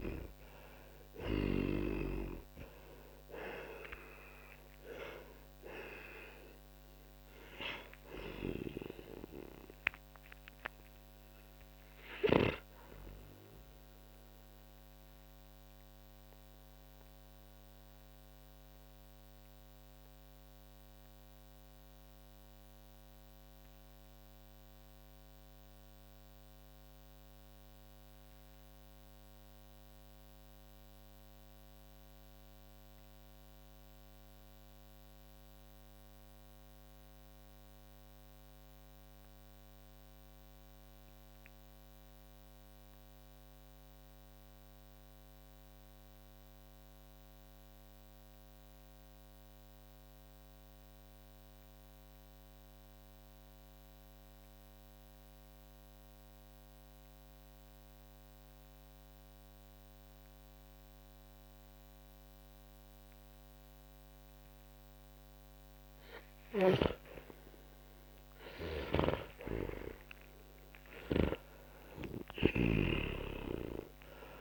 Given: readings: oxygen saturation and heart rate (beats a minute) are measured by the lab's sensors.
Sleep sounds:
breathing in sleep by a microphone on the trachea; 1
0.00-38.00 s: oxygen desaturation (device-marked, oxygen 82% lowest, heart rate 41 extreme)
14.50-65.00 s: mixed apnea (oxygen 95% before, 82% lowest, heart rate 69 before, 41 extreme, up 18 after)
64.00-74.41 s: oxygen desaturation (device-marked, oxygen 99% before, 84% lowest, heart rate 51 before, 40 extreme)
66.50-74.41 s: snoring (device-marked)
68.00-73.50 s: arousal
From the record:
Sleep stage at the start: N2 (light sleep); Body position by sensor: on the back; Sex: male

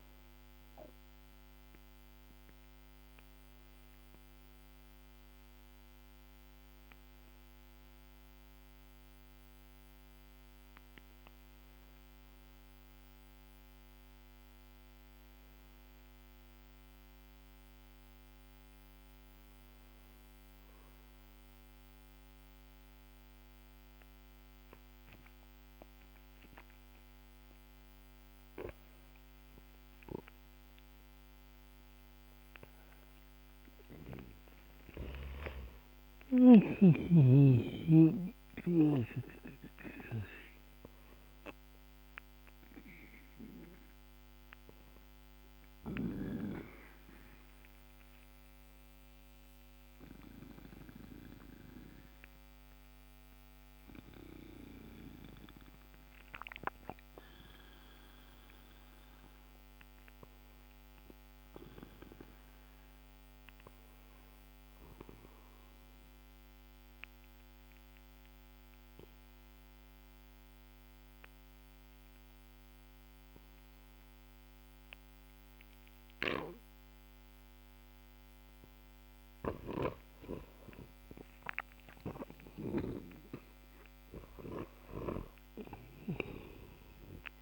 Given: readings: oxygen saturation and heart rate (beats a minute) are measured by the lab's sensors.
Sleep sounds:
breathing in sleep by a microphone on the trachea; 2
12.00-42.00 s: new sleep stage, N2 (light sleep)
15.50-27.50 s: hypopnea (oxygen 99% before, 96% lowest, heart rate 55 before, 51 extreme, up 19 after)
30.00-34.50 s: arousal
42.00-72.00 s: new sleep stage, N1 (lightest sleep)
58.00-62.00 s: arousal
65.00-81.00 s: mixed apnea (oxygen 98% before, 93% lowest, heart rate 57 before, 54 extreme, up 12 after)
72.00-87.42 s: new sleep stage, N2 (light sleep)
83.00-87.00 s: arousal
84.50-87.42 s: snoring (device-marked)
From the record:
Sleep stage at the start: N1 (lightest sleep); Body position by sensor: on the back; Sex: male

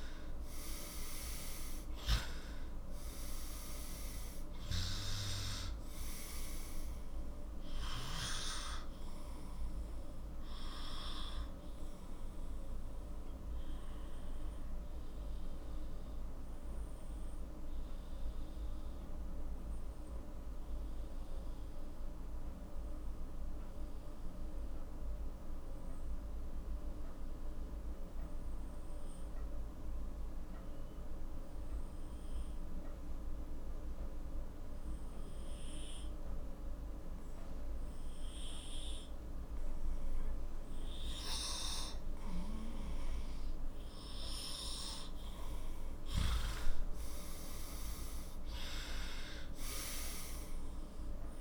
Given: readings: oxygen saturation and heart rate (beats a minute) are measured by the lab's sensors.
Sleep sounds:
breathing in sleep by a room microphone; 1
0.00-1.00 s: arousal
0.00-7.50 s: oxygen desaturation (device-marked, oxygen 91% lowest, heart rate 38 extreme)
10.00-43.00 s: obstructive apnea (oxygen 98% before, 91% lowest, heart rate 54 before, 39 extreme, up 11 after)
37.50-51.41 s: oxygen desaturation (device-marked, oxygen 98% before, 92% lowest, heart rate 46 before, 43 extreme)
44.50-49.00 s: arousal
From the record:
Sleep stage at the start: N2 (light sleep); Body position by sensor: on the left side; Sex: male

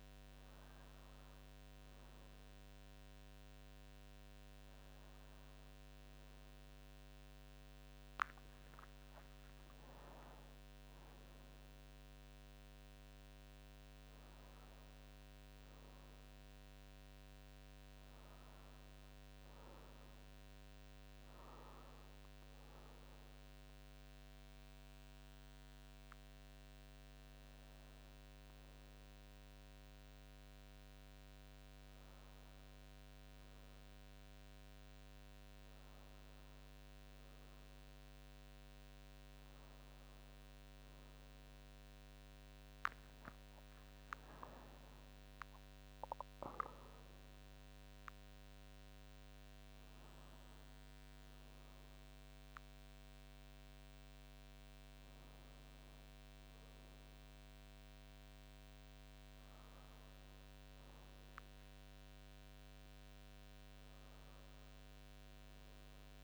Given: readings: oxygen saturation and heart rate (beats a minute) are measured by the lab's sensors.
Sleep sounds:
breathing in sleep, hard to hear, by a microphone on the trachea; none
none scored
From the record:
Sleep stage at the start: N2 (light sleep); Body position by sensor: on the back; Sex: male

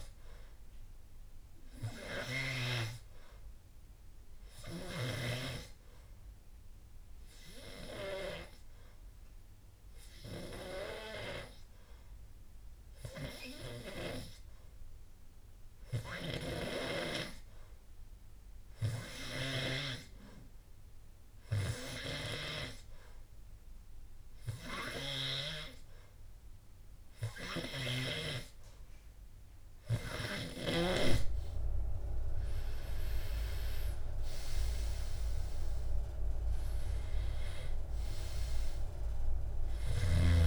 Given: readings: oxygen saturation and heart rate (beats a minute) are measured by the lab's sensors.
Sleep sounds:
breathing in sleep by a room microphone; none
0.00-2.00 s: arousal
2.00-17.00 s: oxygen desaturation (device-marked, oxygen 96% before, 92% lowest, heart rate 81 before, 74 extreme)
33.00-37.50 s: arousal
From the record:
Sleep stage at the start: N2 (light sleep); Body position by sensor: on the back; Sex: male

